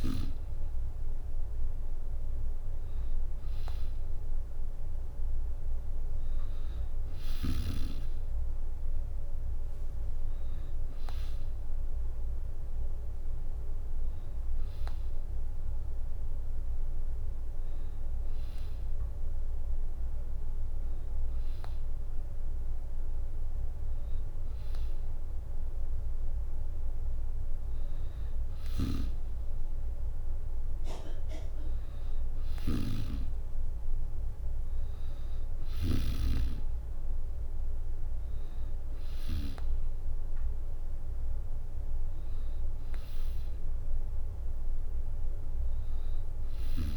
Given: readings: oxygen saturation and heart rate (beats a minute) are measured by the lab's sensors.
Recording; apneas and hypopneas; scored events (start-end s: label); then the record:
breathing in sleep by a room microphone; none
28.00-36.00 s: snoring (device-marked)
32.50-43.50 s: oxygen desaturation (device-marked, oxygen 95% before, 92% lowest, heart rate 67 before, 68 extreme)
From the record:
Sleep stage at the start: N2 (light sleep); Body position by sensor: on the back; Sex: female